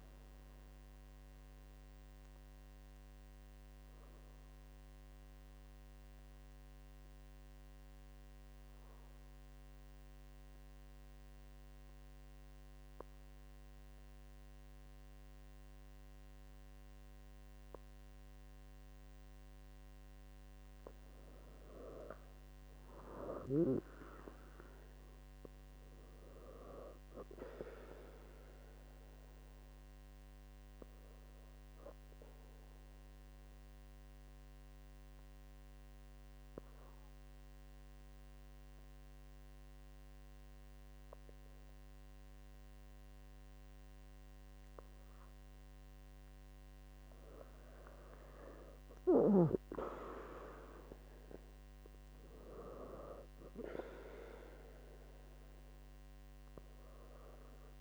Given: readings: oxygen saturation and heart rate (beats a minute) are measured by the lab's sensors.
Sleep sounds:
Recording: breathing in sleep by a microphone on the trachea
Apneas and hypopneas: 2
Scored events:
2.00-20.50 s: obstructive apnea (oxygen 98% before, 96% lowest, heart rate 74 before, 63 extreme, up 3 after)
22.50-27.00 s: arousal
31.00-45.00 s: obstructive apnea (oxygen 99% before, 96% lowest, heart rate 70 before, 64 extreme, up 9 after)
47.50-51.50 s: arousal
From the record:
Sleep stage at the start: N2 (light sleep)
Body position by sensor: on the back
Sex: female

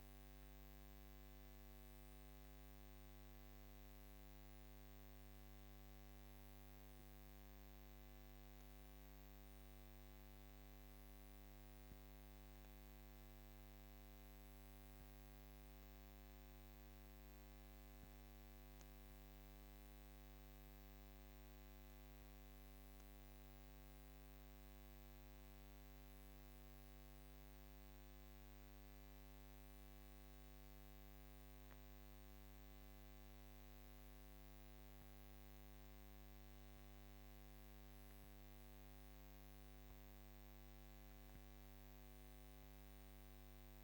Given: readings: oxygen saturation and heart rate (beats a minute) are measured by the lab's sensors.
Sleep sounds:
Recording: breathing in sleep, hard to hear, by a microphone on the trachea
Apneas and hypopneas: none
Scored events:
none scored
From the record:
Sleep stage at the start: N2 (light sleep)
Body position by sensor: on the back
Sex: female

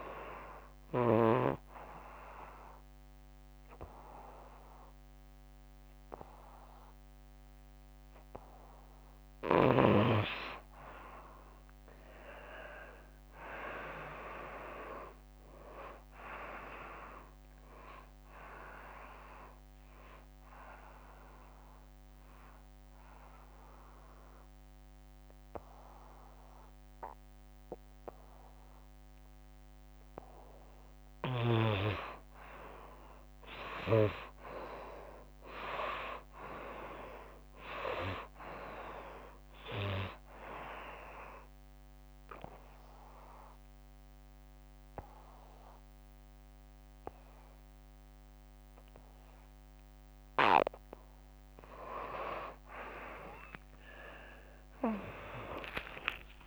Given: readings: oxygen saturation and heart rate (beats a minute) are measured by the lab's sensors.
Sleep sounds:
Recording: breathing in sleep by a microphone on the trachea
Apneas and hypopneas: 3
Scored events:
0.50-11.00 s: obstructive apnea (oxygen 96% before, 87% lowest, heart rate 90 before, 75 extreme, up 9 after)
3.00-10.00 s: oxygen desaturation (device-marked, oxygen 95% before, 92% lowest, heart rate 92 before, 75 extreme)
13.00-16.50 s: arousal
19.50-30.50 s: obstructive apnea (oxygen 95% before, 87% lowest, heart rate 84 before, 75 extreme, up 4 after)
20.00-35.00 s: oxygen desaturation (device-marked, oxygen 94% before, 87% lowest, heart rate 84 before, 75 extreme)
33.50-37.00 s: arousal
37.00-48.00 s: oxygen desaturation (device-marked, oxygen 98% before, 89% lowest, heart rate 85 before, 75 extreme)
40.50-51.50 s: obstructive apnea (oxygen 98% before, 87% lowest, heart rate 85 before, 75 extreme, up 10 after)
54.00-56.47 s: arousal
From the record:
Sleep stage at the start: N2 (light sleep)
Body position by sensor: on the right side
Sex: female

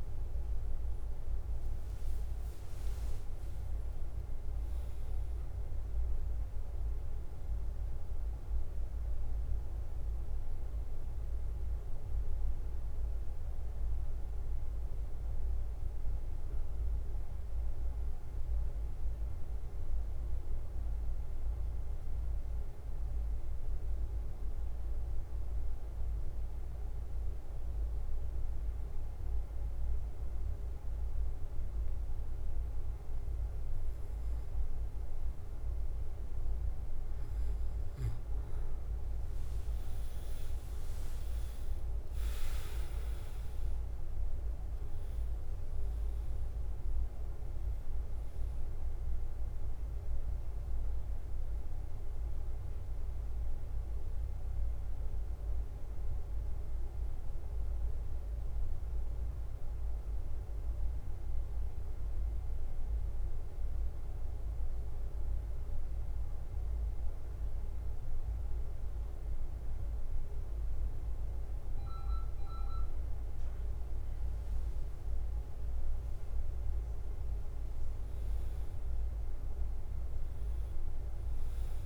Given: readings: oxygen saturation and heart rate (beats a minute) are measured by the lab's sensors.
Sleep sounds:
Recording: breathing in sleep, hard to hear, by a room microphone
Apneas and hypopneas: 2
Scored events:
0.00-81.86 s: bradycardia (device-marked, heart rate 45 extreme)
9.50-35.00 s: mixed apnea (oxygen 99% before, 91% lowest, heart rate 52 before, 50 extreme, up 3 after)
39.50-43.50 s: arousal
39.50-57.50 s: oxygen desaturation (device-marked, oxygen 98% before, 93% lowest, heart rate 50 before, 48 extreme)
52.50-76.00 s: mixed apnea (oxygen 98% before, 91% lowest, heart rate 52 before, 48 extreme, up 6 after)
66.50-78.50 s: oxygen desaturation (device-marked, oxygen 95% before, 91% lowest, heart rate 51 before, 49 extreme)
79.50-81.86 s: arousal
From the record:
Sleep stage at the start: N2 (light sleep)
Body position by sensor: on the back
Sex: male

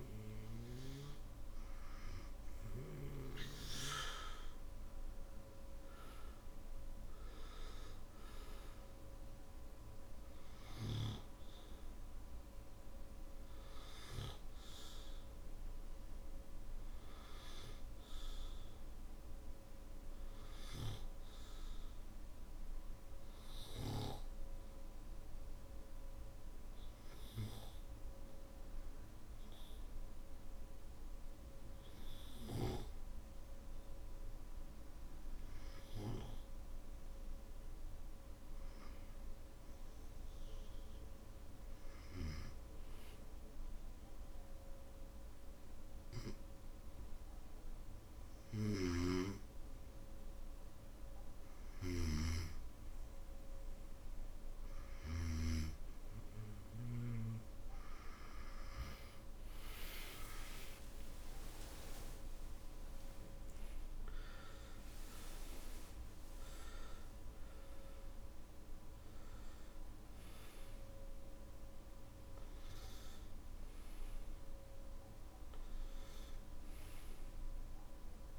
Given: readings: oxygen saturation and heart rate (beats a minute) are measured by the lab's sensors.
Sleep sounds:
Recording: breathing in sleep by a room microphone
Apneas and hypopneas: 1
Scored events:
22.00-36.50 s: obstructive apnea (oxygen 96% before, 92% lowest, heart rate 63 before, 57 extreme, up 10 after)
38.50-43.00 s: arousal
48.50-55.50 s: snoring (device-marked)
58.50-63.00 s: arousal
60.50-62.50 s: long interval between heartbeats (device-marked, heart rate 67 before, 83 extreme)
60.50-78.39 s: oxygen desaturation (device-marked, oxygen 95% before, 92% lowest, heart rate 67 before, 57 extreme)
From the record:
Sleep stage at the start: N2 (light sleep)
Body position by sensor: on the back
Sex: male

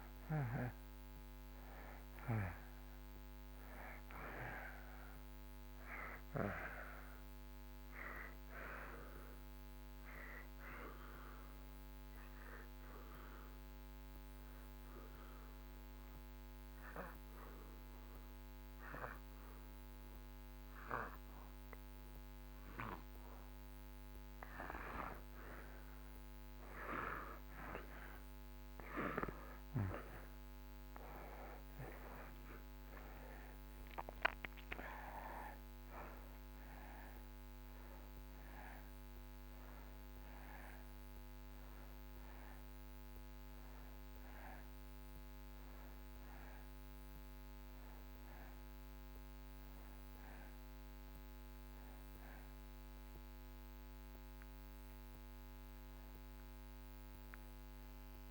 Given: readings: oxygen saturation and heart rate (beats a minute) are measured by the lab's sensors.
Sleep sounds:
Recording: breathing in sleep by a microphone on the trachea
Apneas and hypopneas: 1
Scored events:
0.00-17.00 s: oxygen desaturation (device-marked, oxygen 86% lowest)
13.00-24.00 s: obstructive apnea (oxygen 91% before, 82% lowest)
26.00-30.50 s: arousal
34.00-58.31 s: oxygen desaturation (device-marked, oxygen 93% before, 82% lowest)
56.50-58.31 s: arousal
From the record:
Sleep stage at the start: N2 (light sleep)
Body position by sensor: on the back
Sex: male

